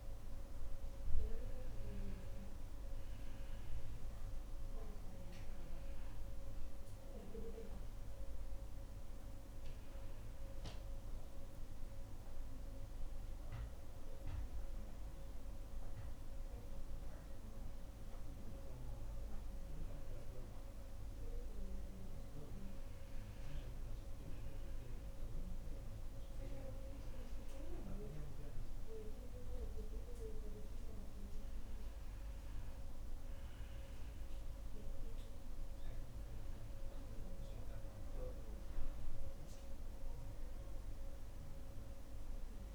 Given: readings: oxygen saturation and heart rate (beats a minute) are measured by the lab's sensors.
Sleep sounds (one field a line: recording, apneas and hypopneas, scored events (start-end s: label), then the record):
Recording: breathing in sleep, hard to hear, by a room microphone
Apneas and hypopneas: none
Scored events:
none scored
From the record:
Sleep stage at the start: N2 (light sleep)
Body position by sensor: on the back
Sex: female